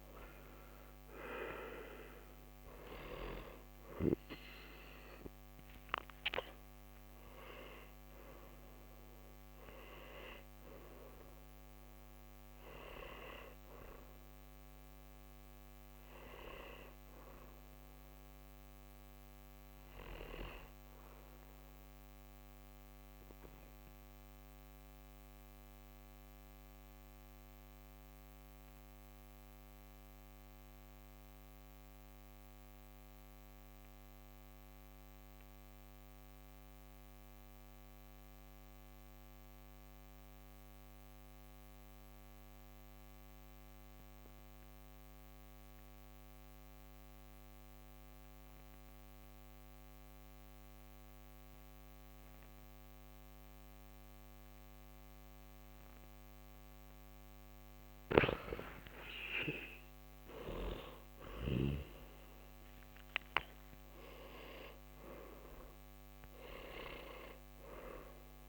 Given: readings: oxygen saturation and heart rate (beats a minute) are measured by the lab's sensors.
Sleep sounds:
breathing in sleep by a microphone on the trachea; 1
2.50-28.50 s: oxygen desaturation (device-marked, oxygen 97% before, 92% lowest, heart rate 64 before, 48 extreme)
21.50-56.50 s: mixed apnea (oxygen 97% before, 91% lowest, heart rate 64 before, 48 extreme, up 8 after)
58.00-63.50 s: arousal
63.50-68.49 s: oxygen desaturation (device-marked, oxygen 97% before, 91% lowest, heart rate 60 before, 46 extreme)
From the record:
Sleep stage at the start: N2 (light sleep); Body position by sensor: on the back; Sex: male

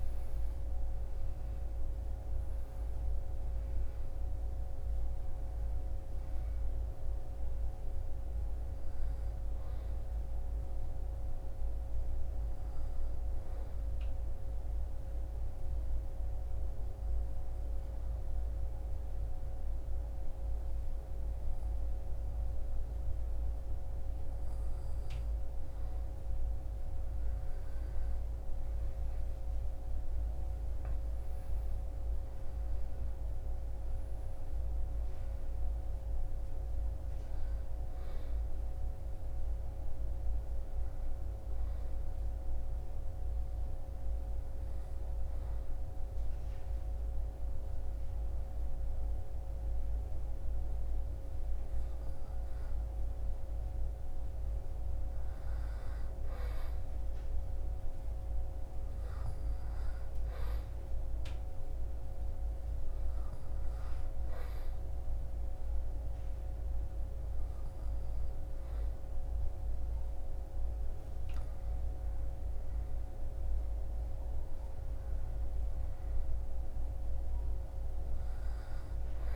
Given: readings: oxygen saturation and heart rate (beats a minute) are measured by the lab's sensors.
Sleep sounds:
breathing in sleep, hard to hear, by a room microphone; 2
10.50-25.00 s: obstructive apnea (oxygen 97% before, 95% lowest, heart rate 66 before, 60 extreme, up 11 after)
26.50-30.50 s: arousal
42.00-53.00 s: obstructive apnea (oxygen 98% before, 95% lowest, heart rate 69 before, 61 extreme, up 7 after)
56.00-60.00 s: arousal
From the record:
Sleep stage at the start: N2 (light sleep); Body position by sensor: on the back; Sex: male

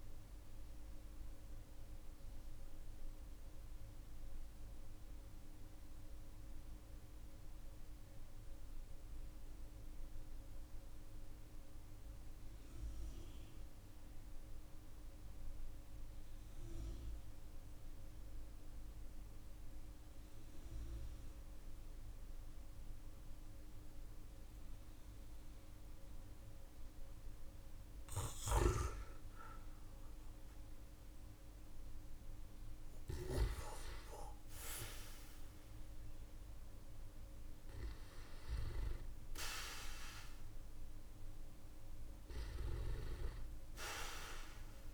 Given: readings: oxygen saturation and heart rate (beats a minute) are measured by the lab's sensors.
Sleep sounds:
breathing in sleep by a room microphone; 1
0.00-4.00 s: arousal
6.00-26.00 s: obstructive apnea (oxygen 99% before, 94% lowest, heart rate 59 before, 44 extreme, up 12 after)
28.00-34.00 s: arousal
43.00-44.94 s: new sleep stage, N2 (light sleep)
From the record:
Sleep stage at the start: N1 (lightest sleep); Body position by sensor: on the back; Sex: male

